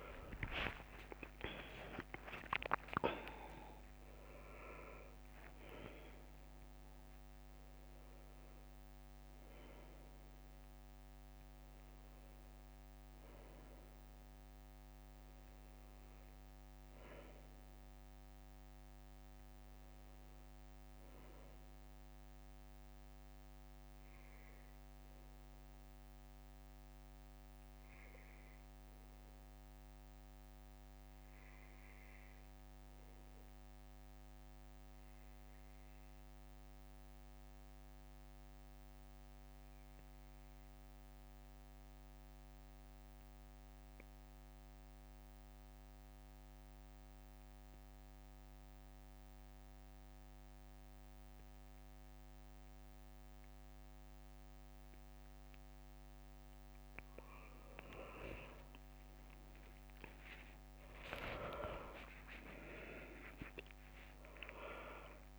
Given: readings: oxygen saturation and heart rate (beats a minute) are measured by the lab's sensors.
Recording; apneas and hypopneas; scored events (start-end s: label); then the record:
breathing in sleep by a microphone on the trachea; 1
0.00-4.00 s: arousal
0.00-16.00 s: oxygen desaturation (device-marked, oxygen 90% lowest, heart rate 65 extreme)
1.50-3.50 s: leg movement (device-marked)
27.00-30.50 s: arousal
33.00-55.00 s: obstructive apnea (oxygen 99% before, 91% lowest, heart rate 66 before, 64 extreme, up 1 after)
47.00-65.39 s: oxygen desaturation (device-marked, oxygen 100% before, 91% lowest, heart rate 66 before, 64 extreme)
58.50-63.00 s: arousal
62.50-64.50 s: leg movement (device-marked)
From the record:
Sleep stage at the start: N2 (light sleep); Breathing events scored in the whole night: 215 in 4.7 hours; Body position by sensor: on the back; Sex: male